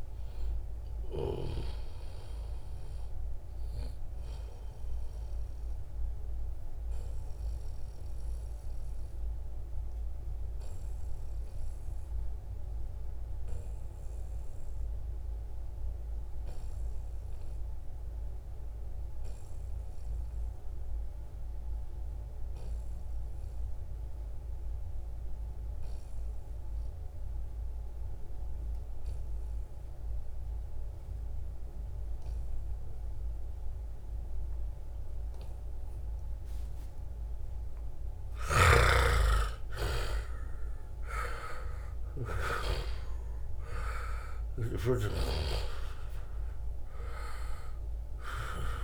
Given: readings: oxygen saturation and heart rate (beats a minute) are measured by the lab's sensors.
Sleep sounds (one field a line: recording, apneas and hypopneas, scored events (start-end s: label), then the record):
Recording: breathing in sleep by a room microphone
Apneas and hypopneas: 1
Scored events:
0.00-14.50 s: oxygen desaturation (device-marked, oxygen 87% lowest, heart rate 66 extreme)
5.50-38.00 s: obstructive apnea (oxygen 96% before, 85% lowest, heart rate 79 before, 66 extreme, up 9 after)
31.50-48.84 s: oxygen desaturation (device-marked, oxygen 97% before, 85% lowest, heart rate 71 before, 66 extreme)
39.00-44.00 s: arousal
From the record:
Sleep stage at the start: N2 (light sleep)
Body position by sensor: on the back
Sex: male